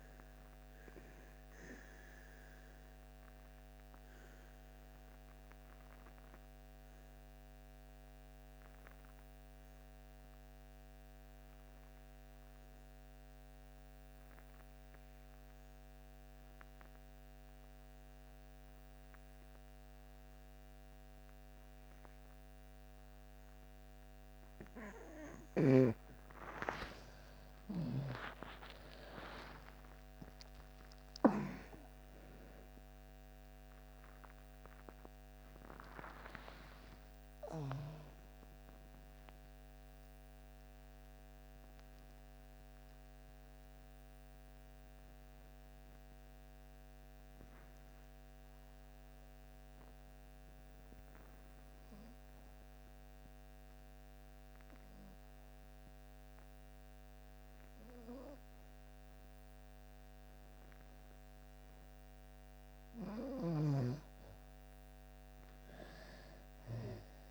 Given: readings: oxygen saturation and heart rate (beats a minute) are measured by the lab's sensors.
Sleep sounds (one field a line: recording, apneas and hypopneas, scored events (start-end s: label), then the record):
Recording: breathing in sleep by a microphone on the trachea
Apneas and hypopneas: 2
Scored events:
0.00-14.50 s: oxygen desaturation (device-marked, oxygen 89% lowest)
1.50-25.00 s: obstructive apnea (oxygen 99% before, 80% lowest)
16.50-54.50 s: oxygen desaturation (device-marked, oxygen 97% before, 80% lowest)
26.00-30.50 s: arousal
48.50-62.50 s: obstructive apnea (oxygen 95% before, 79% lowest)
64.50-67.31 s: arousal
From the record:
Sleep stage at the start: N2 (light sleep)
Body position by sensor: on the back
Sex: female